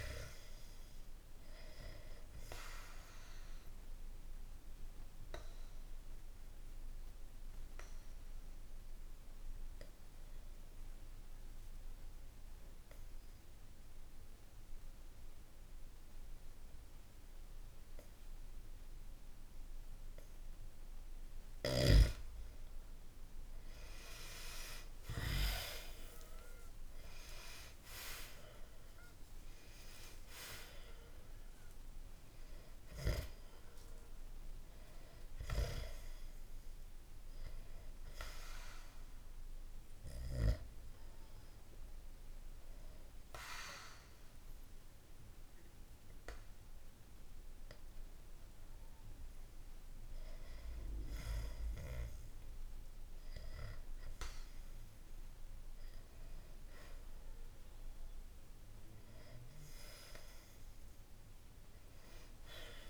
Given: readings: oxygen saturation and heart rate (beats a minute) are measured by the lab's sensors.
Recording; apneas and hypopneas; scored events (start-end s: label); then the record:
breathing in sleep by a room microphone; 2
0.00-18.50 s: oxygen desaturation (device-marked, oxygen 92% lowest, heart rate 55 extreme)
4.00-21.00 s: obstructive apnea (oxygen 98% before, 92% lowest, heart rate 59 before, 55 extreme, up 1 after)
23.50-27.00 s: arousal
39.00-54.00 s: hypopnea (oxygen 98% before, 93% lowest, heart rate 61 before, 61 extreme, up 3 after)
57.00-62.50 s: arousal
From the record:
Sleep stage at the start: N2 (light sleep); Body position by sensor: on the back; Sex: male